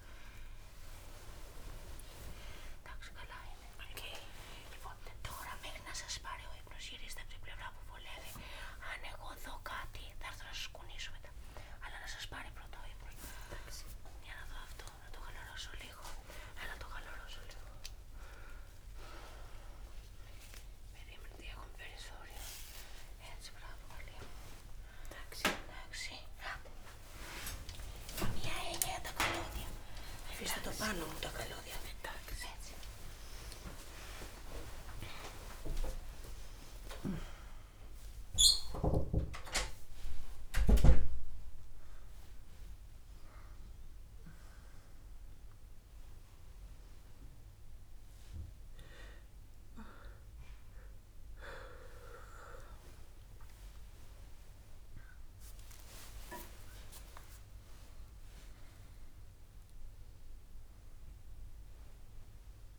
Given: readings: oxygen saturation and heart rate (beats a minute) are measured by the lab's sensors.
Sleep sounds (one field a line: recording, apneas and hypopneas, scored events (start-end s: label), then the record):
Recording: a person awake in a sleep study, by a room microphone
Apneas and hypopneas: none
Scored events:
0.50-2.50 s: long interval between heartbeats (device-marked, heart rate 106 before, 122 extreme)
3.00-5.00 s: long interval between heartbeats (device-marked, heart rate 109 before, 96 extreme)
5.50-7.50 s: long interval between heartbeats (device-marked, heart rate 110 before, 55 extreme)
8.00 s: drop in pulse transit time (device-marked)
16.00-18.00 s: long interval between heartbeats (device-marked, heart rate 75 before, 34 extreme)
18.00-27.00 s: drop in pulse transit time (device-marked, heart rate 67 before, 58 extreme)
20.00-22.00 s: long interval between heartbeats (device-marked, heart rate 60 before, 76 extreme)
23.50-25.50 s: long interval between heartbeats (device-marked, heart rate 53 before, 58 extreme)
25.00-49.00 s: tachycardia (device-marked, heart rate 47 before, 128 extreme)
27.00-29.00 s: long interval between heartbeats (device-marked, heart rate 50 before, 89 extreme)
35.50-37.50 s: long interval between heartbeats (device-marked, heart rate 81 before, 109 extreme)
From the record:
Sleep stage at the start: awake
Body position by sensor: on the right side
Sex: female